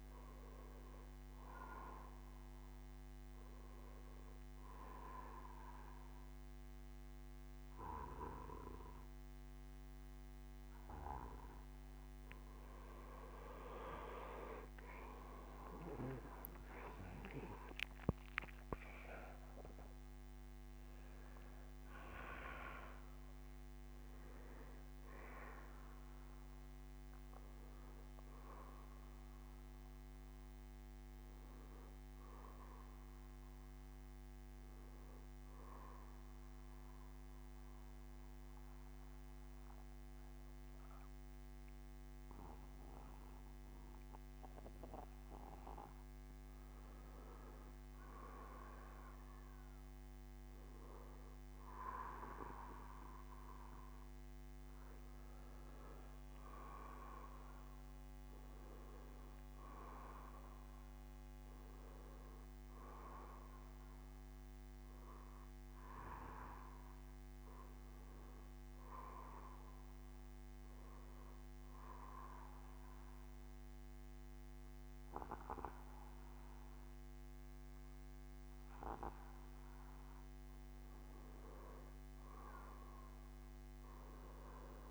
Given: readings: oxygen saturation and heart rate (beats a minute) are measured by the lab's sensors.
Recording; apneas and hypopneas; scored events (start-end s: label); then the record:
breathing in sleep by a microphone on the trachea; 3
0.50-12.00 s: hypopnea (oxygen 94% before, 90% lowest, heart rate 65 before, 60 extreme, up 15 after)
14.50-18.50 s: arousal
34.50-45.50 s: mixed apnea (oxygen 92% before, 89% lowest, heart rate 71 before, 55 extreme, up 18 after)
35.50-38.50 s: bradycardia (device-marked, heart rate 62 before, 62 extreme)
48.50-50.50 s: bradycardia (device-marked, heart rate 62 before, 62 extreme)
51.50-56.00 s: arousal
52.50-65.50 s: oxygen desaturation (device-marked, oxygen 95% before, 90% lowest, heart rate 63 before, 55 extreme)
65.50-67.50 s: bradycardia (device-marked, heart rate 63 before, 64 extreme)
69.50-80.50 s: obstructive apnea (oxygen 95% before, 89% lowest, heart rate 64 before, 53 extreme, up 3 after)
82.50-84.91 s: arousal
From the record:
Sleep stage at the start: N2 (light sleep); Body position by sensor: on the back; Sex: male